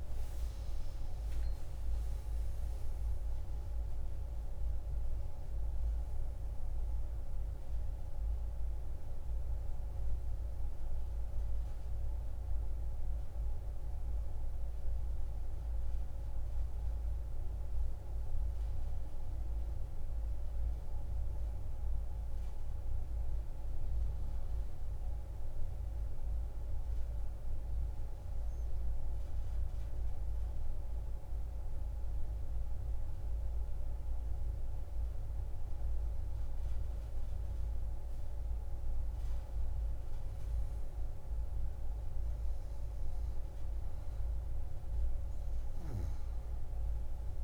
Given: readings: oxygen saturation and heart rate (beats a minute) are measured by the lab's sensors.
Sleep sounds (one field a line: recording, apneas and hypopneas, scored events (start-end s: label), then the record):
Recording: breathing in sleep, hard to hear, by a room microphone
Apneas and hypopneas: 1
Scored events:
9.50-17.50 s: oxygen desaturation (device-marked, oxygen 96% before, 92% lowest)
25.50-37.00 s: obstructive apnea (oxygen 97% before, 92% lowest)
39.00-41.50 s: arousal
From the record:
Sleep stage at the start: N2 (light sleep)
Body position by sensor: on the back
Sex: female